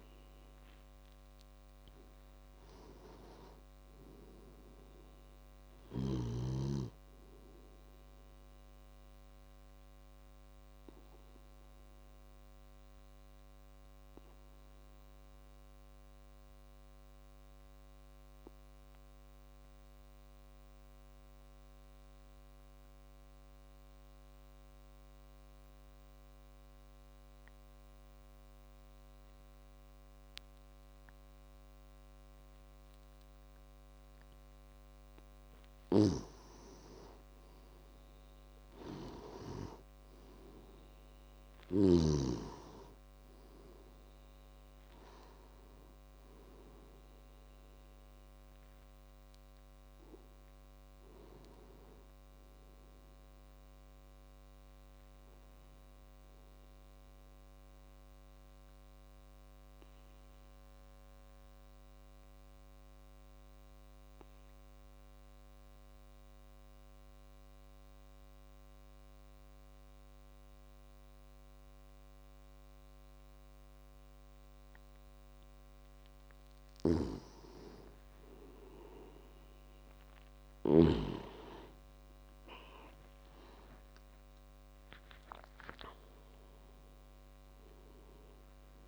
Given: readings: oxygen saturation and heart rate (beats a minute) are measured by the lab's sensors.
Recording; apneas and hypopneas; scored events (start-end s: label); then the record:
breathing in sleep by a microphone on the trachea; 2
0.00-26.00 s: oxygen desaturation (device-marked, oxygen 90% lowest)
9.50-35.00 s: obstructive apnea (oxygen 97% before, 90% lowest)
33.00-49.00 s: tachycardia (device-marked)
35.50-42.00 s: snoring (device-marked)
37.00-41.00 s: arousal
37.00-66.00 s: oxygen desaturation (device-marked, oxygen 98% before, 90% lowest)
56.50-76.50 s: obstructive apnea (oxygen 98% before, 89% lowest)
76.50-81.00 s: snoring (device-marked)
80.00-84.50 s: arousal
80.00-88.88 s: oxygen desaturation (device-marked, oxygen 98% before, 91% lowest)
From the record:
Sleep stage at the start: N2 (light sleep); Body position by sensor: on the back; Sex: male